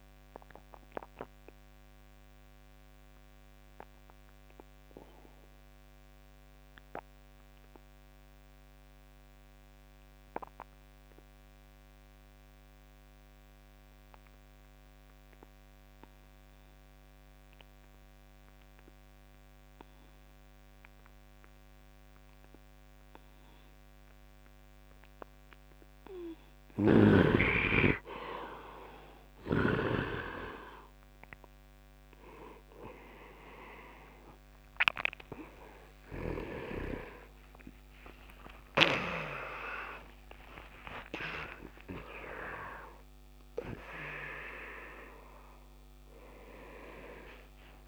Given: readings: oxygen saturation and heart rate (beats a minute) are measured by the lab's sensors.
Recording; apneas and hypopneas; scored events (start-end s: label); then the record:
breathing in sleep by a microphone on the trachea; 1
0.00-15.00 s: oxygen desaturation (device-marked, oxygen 85% lowest, heart rate 71 extreme)
3.00-26.50 s: obstructive apnea (oxygen 99% before, 75% lowest, heart rate 80 before, 71 extreme, up 10 after)
20.00-47.88 s: oxygen desaturation (device-marked, oxygen 99% before, 75% lowest, heart rate 74 before, 67 extreme)
26.50-30.00 s: snoring (device-marked)
34.00-47.88 s: new sleep stage, N1 (lightest sleep)
36.50-42.00 s: arousal
From the record:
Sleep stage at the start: N2 (light sleep); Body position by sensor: on the right side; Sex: male